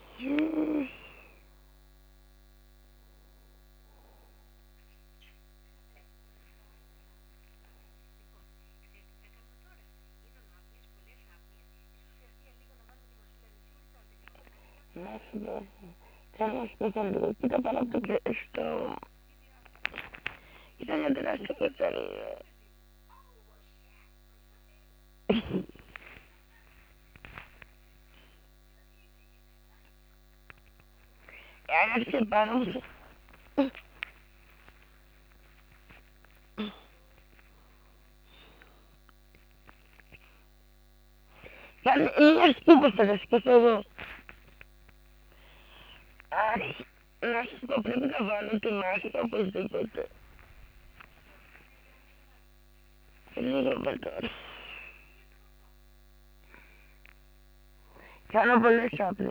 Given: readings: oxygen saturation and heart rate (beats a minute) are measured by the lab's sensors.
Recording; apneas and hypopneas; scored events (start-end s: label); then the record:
a person awake in a sleep study, by a microphone on the trachea; none
none scored
From the record:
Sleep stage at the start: awake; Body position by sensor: on the back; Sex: female